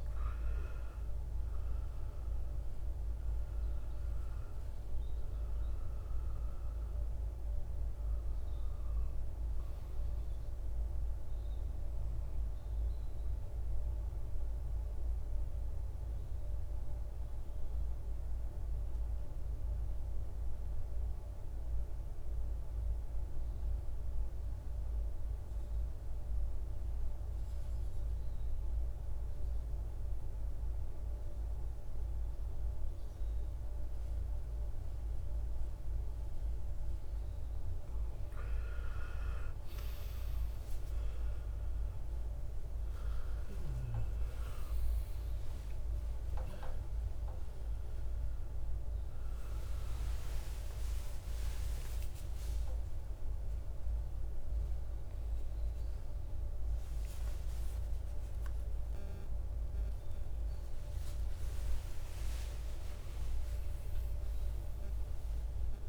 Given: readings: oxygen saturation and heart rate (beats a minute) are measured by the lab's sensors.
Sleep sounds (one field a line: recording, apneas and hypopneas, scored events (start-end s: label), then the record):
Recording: a person partly awake in a sleep study, hard to hear, by a room microphone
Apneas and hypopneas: 1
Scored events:
0.00-1.50 s: arousal
3.50-21.50 s: oxygen desaturation (device-marked, oxygen 98% before, 94% lowest, heart rate 56 before, 54 extreme)
14.00-36.50 s: obstructive apnea (oxygen 98% before, 89% lowest, heart rate 62 before, 54 extreme, up 17 after)
37.50-62.50 s: oxygen desaturation (device-marked, oxygen 97% before, 89% lowest, heart rate 56 before, 52 extreme)
41.50-65.89 s: new sleep stage, awake
From the record:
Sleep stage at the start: N2 (light sleep)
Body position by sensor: on the right side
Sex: male